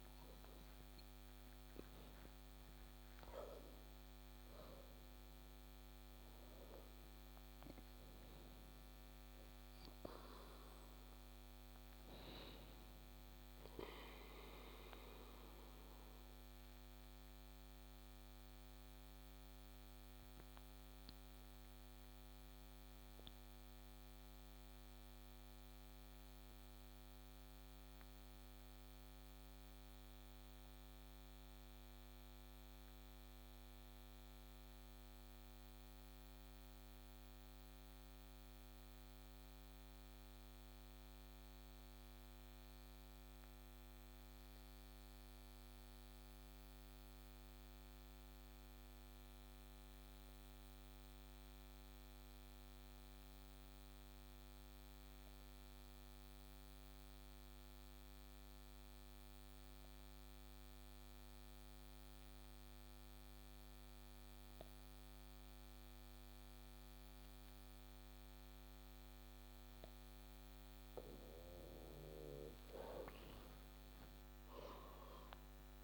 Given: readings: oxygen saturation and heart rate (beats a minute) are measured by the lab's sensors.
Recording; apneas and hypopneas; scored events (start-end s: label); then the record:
breathing in sleep, hard to hear, by a microphone on the trachea; 1
0.00-3.50 s: arousal
5.00-37.00 s: oxygen desaturation (device-marked, oxygen 95% before, 91% lowest)
16.50-70.50 s: obstructive apnea (oxygen 96% before, 90% lowest)
61.00-75.84 s: oxygen desaturation (device-marked, oxygen 98% before, 90% lowest)
74.50-75.84 s: arousal
From the record:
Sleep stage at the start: N2 (light sleep); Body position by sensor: on the back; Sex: male